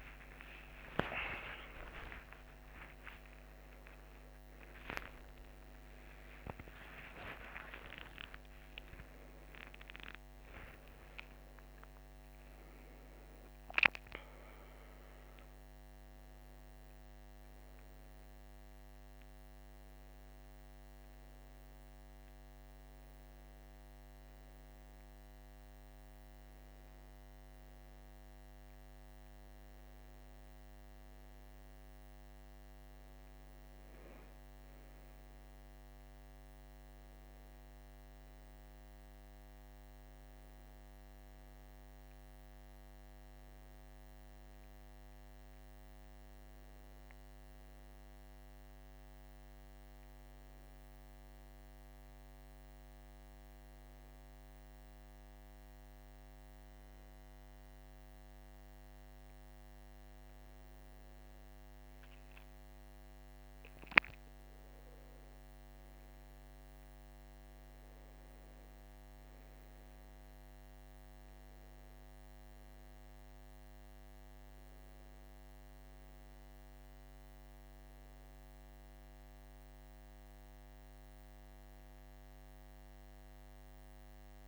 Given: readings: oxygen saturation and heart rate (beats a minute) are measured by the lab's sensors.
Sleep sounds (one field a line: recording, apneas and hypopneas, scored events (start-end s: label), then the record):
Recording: a person partly awake in a sleep study, by a microphone on the trachea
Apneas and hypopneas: none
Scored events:
0.00-5.00 s: tachycardia (device-marked, heart rate 116 extreme)
21.00-84.48 s: new sleep stage, N2 (light sleep)
From the record:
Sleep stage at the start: awake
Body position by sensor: on the right side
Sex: male